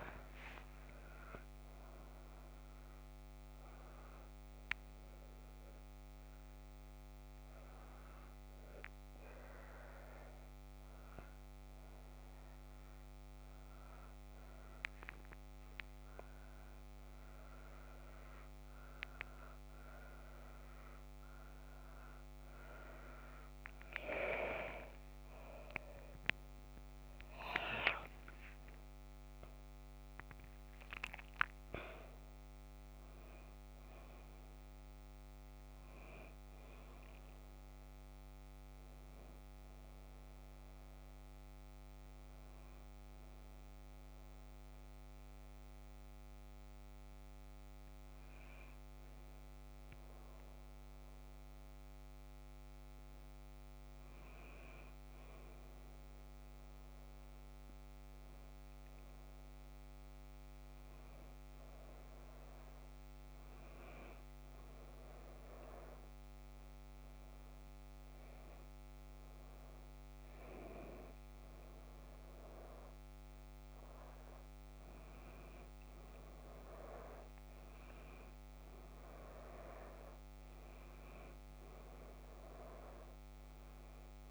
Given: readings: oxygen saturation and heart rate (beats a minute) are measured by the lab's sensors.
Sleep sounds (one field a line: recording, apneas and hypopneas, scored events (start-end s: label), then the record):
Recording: a person partly awake in a sleep study, by a microphone on the trachea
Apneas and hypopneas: none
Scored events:
24.00-84.00 s: new sleep stage, N1 (lightest sleep)
48.00-51.00 s: arousal
76.00-84.31 s: oxygen desaturation (device-marked, oxygen 98% before, 91% lowest)
84.00-84.31 s: new sleep stage, N2 (light sleep)
From the record:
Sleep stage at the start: awake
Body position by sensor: on the back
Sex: female